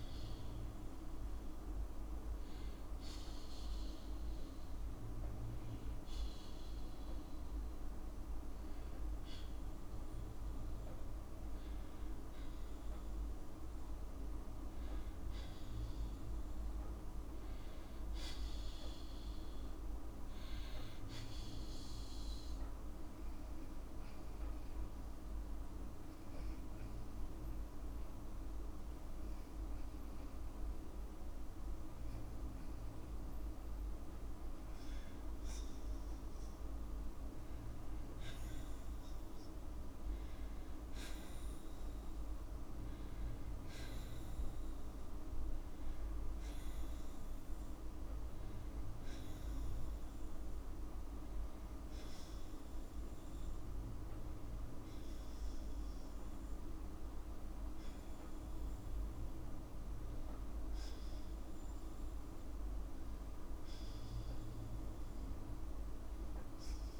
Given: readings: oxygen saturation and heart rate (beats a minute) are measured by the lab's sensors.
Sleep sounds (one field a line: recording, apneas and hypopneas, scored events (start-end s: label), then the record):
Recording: breathing in sleep, hard to hear, by a room microphone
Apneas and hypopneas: 2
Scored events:
0.50-11.00 s: obstructive apnea (oxygen 98% before, 92% lowest, heart rate 56 before, 53 extreme, up 2 after)
14.00-18.50 s: arousal
25.00-35.50 s: hypopnea (oxygen 97% before, 92% lowest, heart rate 54 before, 56 extreme, up 2 after)
37.50-41.00 s: arousal
51.00-67.00 s: oxygen desaturation (device-marked, oxygen 95% before, 92% lowest, heart rate 57 before, 54 extreme)
From the record:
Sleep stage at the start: N2 (light sleep)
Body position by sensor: on the back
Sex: female